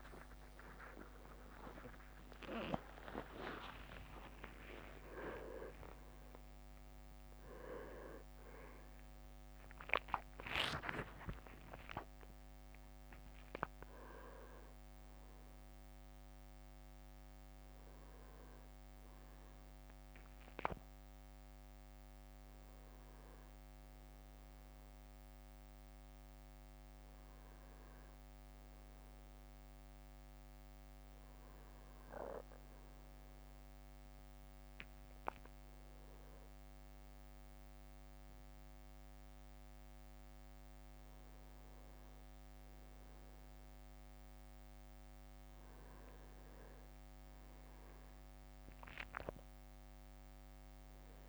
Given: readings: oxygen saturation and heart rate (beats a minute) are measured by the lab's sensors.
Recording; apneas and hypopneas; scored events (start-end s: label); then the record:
a person awake in a sleep study, by a microphone on the trachea; none
0.00-1.00 s: long interval between heartbeats (device-marked, heart rate 102 extreme)
0.00-12.00 s: drop in pulse transit time (device-marked, heart rate 88 extreme)
8.00-10.00 s: leg movement (device-marked)
12.50-14.50 s: leg movement (device-marked)
From the record:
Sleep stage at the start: awake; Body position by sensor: on the right side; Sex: male